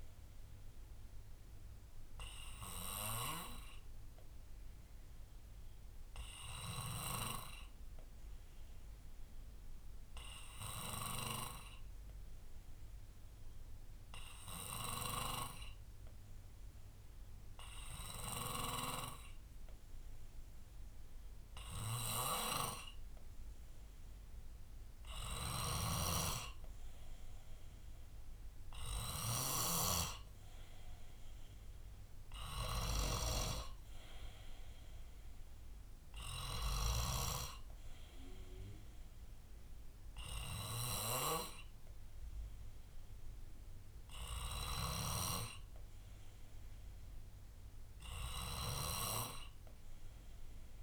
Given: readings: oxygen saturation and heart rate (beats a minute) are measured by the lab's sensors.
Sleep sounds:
breathing in sleep by a room microphone; 1
0.00-8.50 s: bradycardia (device-marked, heart rate 55 extreme)
1.50-25.50 s: obstructive apnea (oxygen 96% before, 92% lowest, heart rate 60 before, 58 extreme, up 1 after)
19.50-50.50 s: oxygen desaturation (device-marked, oxygen 96% before, 92% lowest, heart rate 59 before, 57 extreme)
27.50-30.50 s: arousal
36.50-38.50 s: bradycardia (device-marked, heart rate 66 before, 61 extreme)
40.50-42.50 s: bradycardia (device-marked, heart rate 66 before, 59 extreme)
45.00-49.00 s: snoring (device-marked)
47.50-50.83 s: bradycardia (device-marked, heart rate 66 before, 57 extreme)
From the record:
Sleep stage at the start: N2 (light sleep); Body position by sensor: on the left side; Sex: male

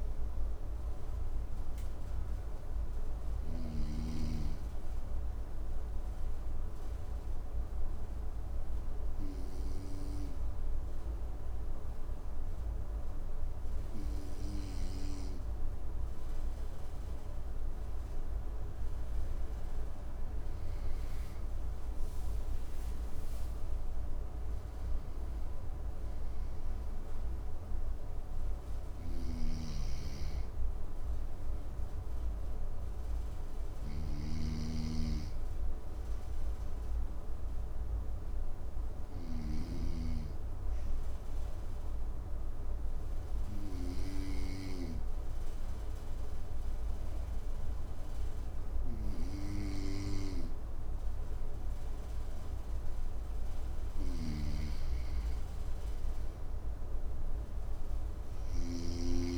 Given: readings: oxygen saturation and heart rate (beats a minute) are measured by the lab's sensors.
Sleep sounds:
breathing in sleep by a room microphone; 2
0.00-3.00 s: snoring (device-marked)
1.00-16.50 s: obstructive apnea (oxygen 98% before, 92% lowest, heart rate 64 before, 55 extreme, up 5 after)
20.00-24.00 s: arousal
28.50-39.00 s: snoring (device-marked)
37.00-53.00 s: obstructive apnea (oxygen 100% before, 94% lowest, heart rate 59 before, 55 extreme, up 4 after)
53.00-59.38 s: snoring (device-marked)
55.00-58.50 s: arousal
From the record:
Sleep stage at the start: N2 (light sleep); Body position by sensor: on the front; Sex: male

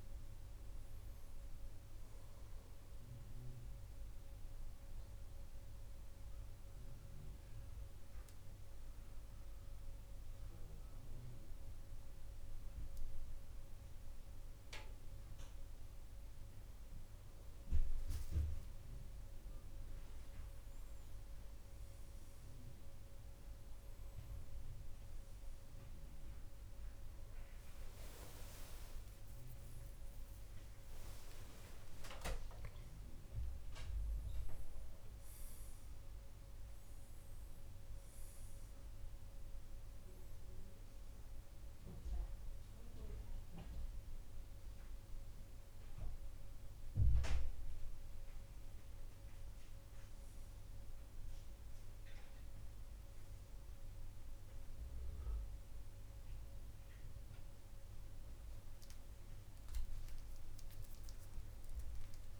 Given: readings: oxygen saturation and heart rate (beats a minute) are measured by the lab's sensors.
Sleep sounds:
breathing in sleep by a room microphone; 1
0.00-8.00 s: oxygen desaturation (device-marked, oxygen 94% lowest, heart rate 64 extreme)
4.50-17.00 s: central apnea (oxygen 98% before, 94% lowest, heart rate 71 before, 64 extreme, up 7 after)
28.50-33.00 s: arousal
40.00-62.39 s: new sleep stage, N1 (lightest sleep)
From the record:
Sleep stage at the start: N2 (light sleep); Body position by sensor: on the back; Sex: male

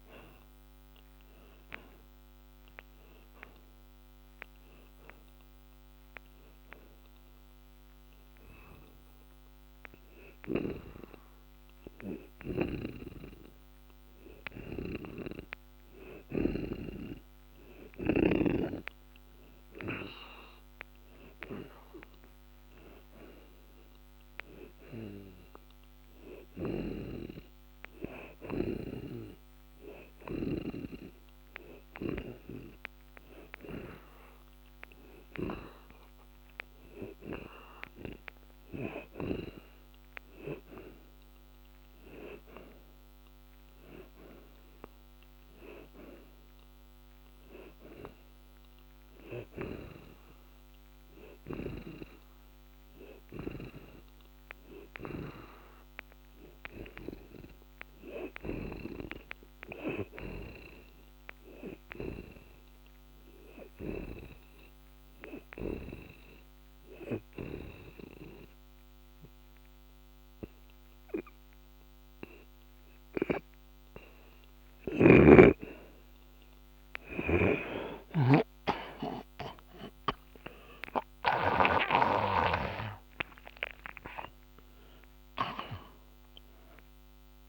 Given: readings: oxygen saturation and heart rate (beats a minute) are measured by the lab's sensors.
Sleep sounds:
breathing in sleep by a microphone on the trachea; 3
3.00-20.00 s: oxygen desaturation (device-marked, oxygen 79% before, 75% lowest)
5.50-15.50 s: hypopnea (oxygen 85% before, 74% lowest)
17.00-21.50 s: arousal
28.00-41.00 s: oxygen desaturation (device-marked, oxygen 84% before, 76% lowest)
28.50-38.50 s: hypopnea (oxygen 84% before, 71% lowest)
40.50-44.00 s: arousal
43.00-61.00 s: oxygen desaturation (device-marked, oxygen 79% before, 74% lowest)
62.50-74.50 s: hypopnea (oxygen 79% before, 71% lowest)
73.00-87.49 s: oxygen desaturation (device-marked, oxygen 79% before, 71% lowest)
75.00-78.50 s: snoring (device-marked)
80.50-85.00 s: arousal
From the record:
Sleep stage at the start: N2 (light sleep); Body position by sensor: on the back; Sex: male

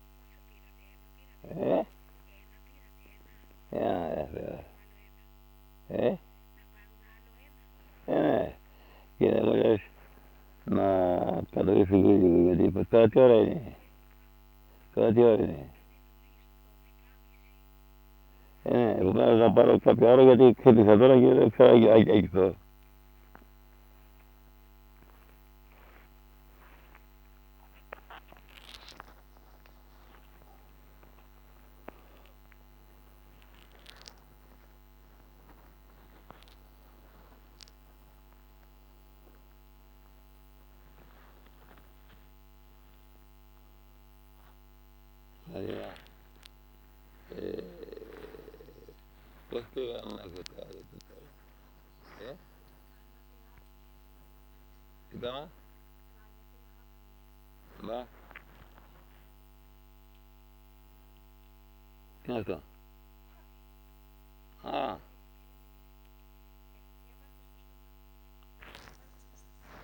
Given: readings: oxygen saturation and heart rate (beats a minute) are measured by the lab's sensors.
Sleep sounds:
a person awake in a sleep study, by a microphone on the trachea; none
none scored
From the record:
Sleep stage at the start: awake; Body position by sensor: upright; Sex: male

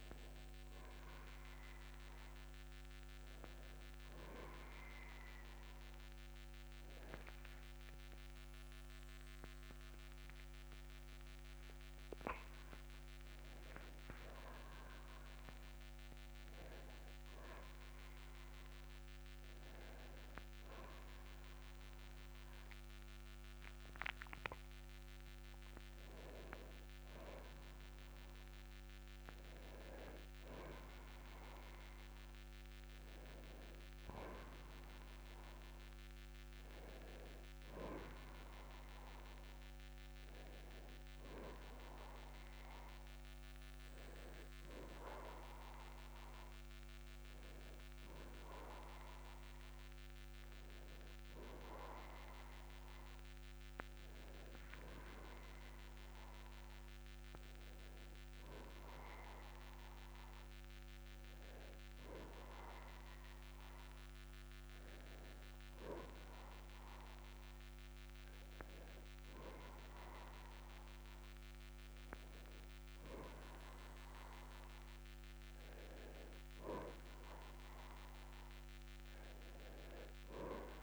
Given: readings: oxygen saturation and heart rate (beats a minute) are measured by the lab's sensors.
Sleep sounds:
a person awake in a sleep study, by a microphone on the trachea; none
none scored
From the record:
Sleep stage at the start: awake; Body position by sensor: on the back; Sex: male

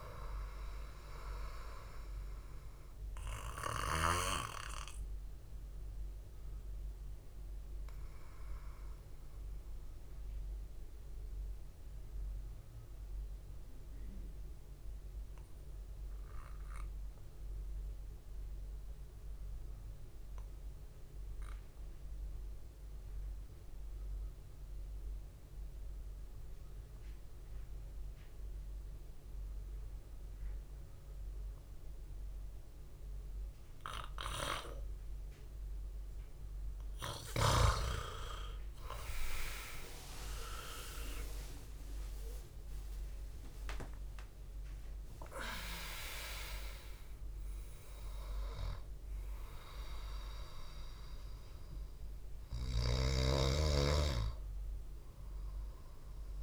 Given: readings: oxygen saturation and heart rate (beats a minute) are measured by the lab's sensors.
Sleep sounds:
breathing in sleep by a room microphone; 1
0.00-18.50 s: oxygen desaturation (device-marked, oxygen 91% lowest, heart rate 58 extreme)
4.50-37.00 s: obstructive apnea (oxygen 99% before, 91% lowest, heart rate 68 before, 58 extreme, up 22 after)
36.50-53.50 s: oxygen desaturation (device-marked, oxygen 98% before, 93% lowest, heart rate 67 before, 64 extreme)
39.00-44.00 s: arousal
From the record:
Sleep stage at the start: REM sleep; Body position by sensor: on the back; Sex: male

